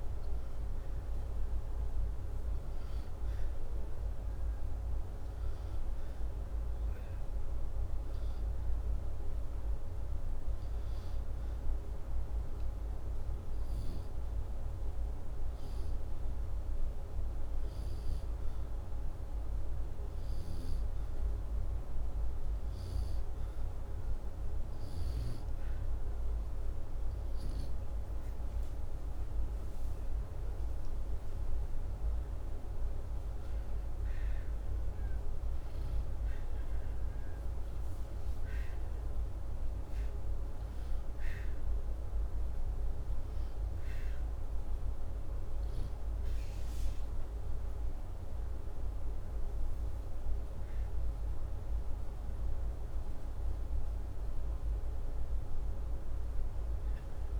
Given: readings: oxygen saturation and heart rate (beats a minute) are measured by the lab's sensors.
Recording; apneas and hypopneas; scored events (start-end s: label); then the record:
breathing in sleep, hard to hear, by a room microphone; 1
11.50-22.50 s: hypopnea (oxygen 98% before, 94% lowest, heart rate 84 before, 83 extreme, up 2 after)
24.50-28.00 s: arousal
From the record:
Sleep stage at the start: N2 (light sleep); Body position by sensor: upright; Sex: male